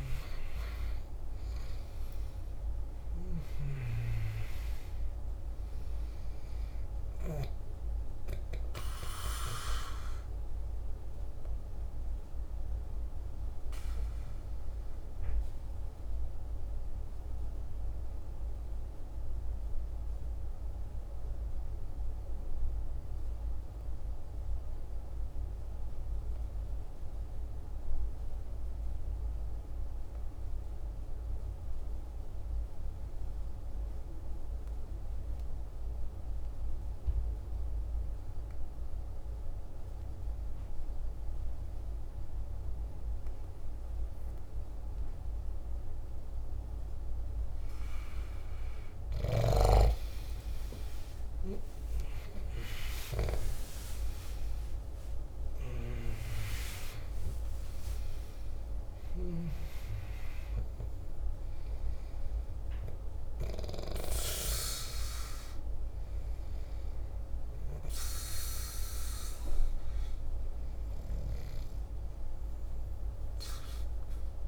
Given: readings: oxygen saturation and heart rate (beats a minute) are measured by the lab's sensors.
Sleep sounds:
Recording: breathing in sleep by a room microphone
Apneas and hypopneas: 1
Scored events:
0.00-26.00 s: oxygen desaturation (device-marked, oxygen 87% lowest, heart rate 47 extreme)
13.00-47.00 s: obstructive apnea (oxygen 98% before, 87% lowest, heart rate 56 before, 47 extreme, up 13 after)
42.00-56.00 s: oxygen desaturation (device-marked, oxygen 99% before, 92% lowest, heart rate 49 before, 49 extreme)
49.50-53.50 s: arousal
58.00-74.48 s: oxygen desaturation (device-marked, oxygen 94% before, 89% lowest, heart rate 54 before, 48 extreme)
From the record:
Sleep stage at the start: N2 (light sleep)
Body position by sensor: on the back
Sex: male

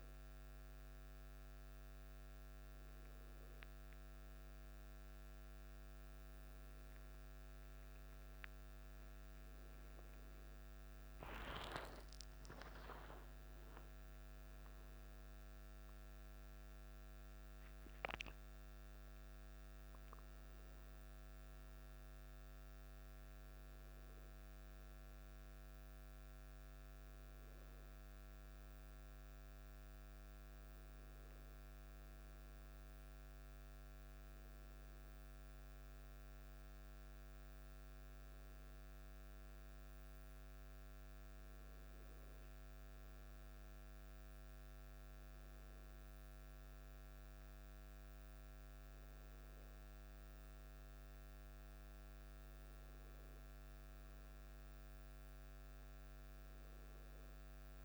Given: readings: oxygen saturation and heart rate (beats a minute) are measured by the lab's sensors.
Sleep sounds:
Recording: breathing in sleep, hard to hear, by a microphone on the trachea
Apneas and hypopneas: none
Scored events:
11.50-17.00 s: arousal
From the record:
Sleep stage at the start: N1 (lightest sleep)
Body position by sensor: on the back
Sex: male

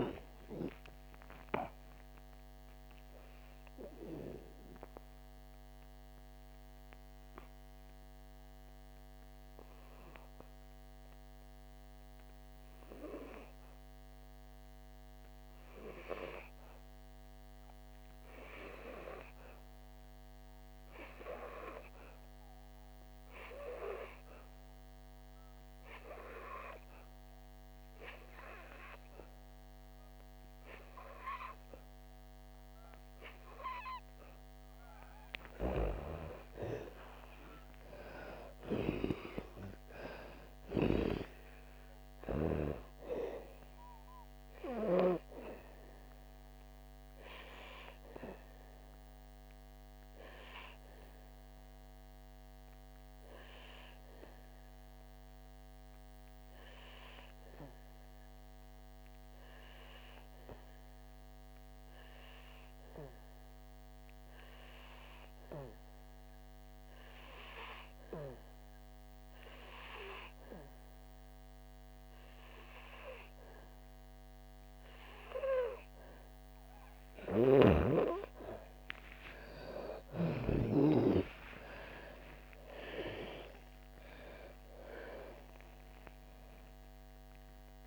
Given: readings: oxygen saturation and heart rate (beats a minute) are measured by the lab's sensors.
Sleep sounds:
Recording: breathing in sleep by a microphone on the trachea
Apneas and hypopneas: 2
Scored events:
0.00-1.00 s: arousal
0.00-13.00 s: oxygen desaturation (device-marked, oxygen 90% lowest, heart rate 57 extreme)
6.50-34.50 s: obstructive apnea (oxygen 97% before, 89% lowest, heart rate 65 before, 56 extreme, up 5 after)
28.00-70.00 s: oxygen desaturation (device-marked, oxygen 98% before, 89% lowest, heart rate 61 before, 53 extreme)
37.50-40.00 s: arousal
46.50-77.00 s: obstructive apnea (oxygen 98% before, 88% lowest, heart rate 64 before, 53 extreme, up 3 after)
77.00-87.87 s: oxygen desaturation (device-marked, oxygen 98% before, 91% lowest, heart rate 60 before, 53 extreme)
80.50-87.87 s: arousal
From the record:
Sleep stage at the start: N2 (light sleep)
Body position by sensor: on the back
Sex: female

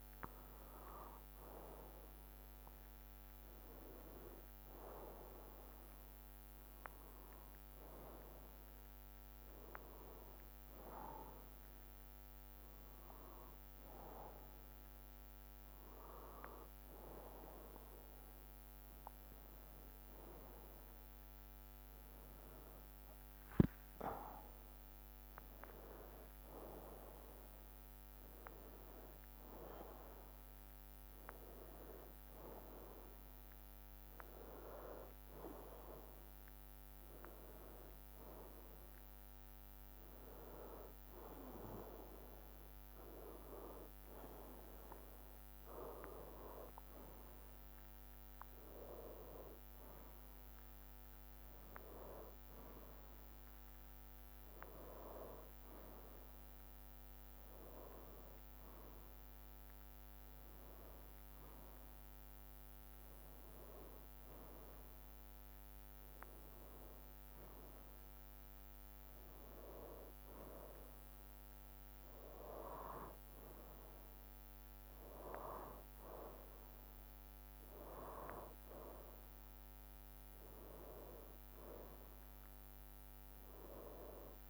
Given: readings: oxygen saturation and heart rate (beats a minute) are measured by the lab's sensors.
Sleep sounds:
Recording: a person partly awake in a sleep study, by a microphone on the trachea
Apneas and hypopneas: none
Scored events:
7.00-37.00 s: new sleep stage, N1 (lightest sleep)
22.00-34.00 s: drop in pulse transit time (device-marked, heart rate 63 before, 63 extreme)
37.00-84.50 s: new sleep stage, N2 (light sleep)
50.00-68.00 s: drop in pulse transit time (device-marked, heart rate 62 before, 60 extreme)
69.00-75.00 s: bradycardia (device-marked, heart rate 60 before, 58 extreme)
From the record:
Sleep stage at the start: awake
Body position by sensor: on the right side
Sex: male

